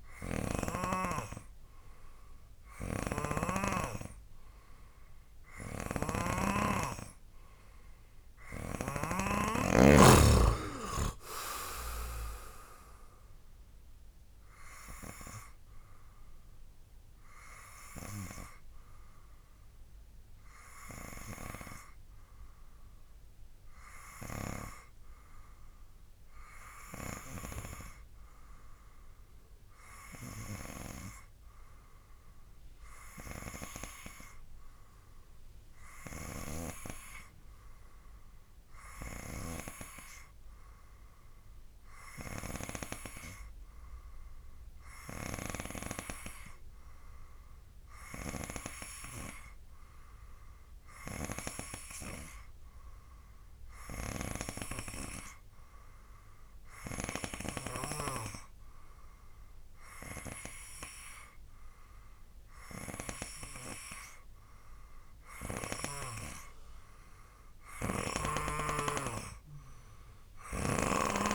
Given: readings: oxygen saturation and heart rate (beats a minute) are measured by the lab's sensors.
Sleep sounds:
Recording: breathing in sleep by a room microphone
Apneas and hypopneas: none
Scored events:
3.00-9.50 s: snoring (device-marked)
7.00-10.00 s: arousal
From the record:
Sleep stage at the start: N3 (deep sleep)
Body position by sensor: on the right side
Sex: male

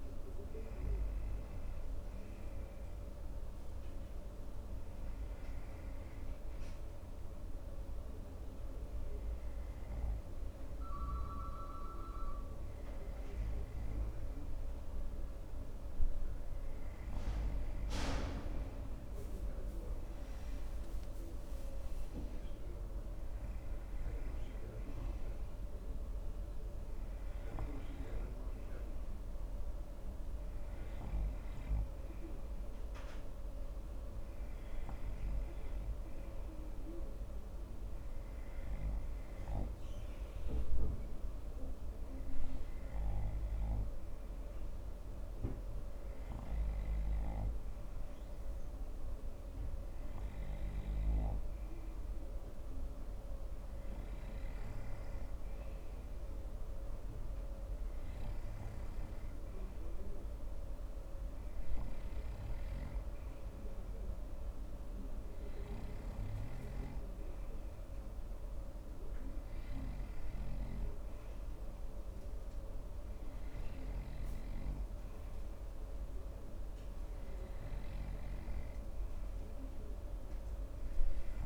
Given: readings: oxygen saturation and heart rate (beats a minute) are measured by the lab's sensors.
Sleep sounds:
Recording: breathing in sleep, hard to hear, by a room microphone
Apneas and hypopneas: none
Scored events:
21.50-24.50 s: arousal
From the record:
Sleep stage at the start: N2 (light sleep)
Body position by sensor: on the front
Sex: male

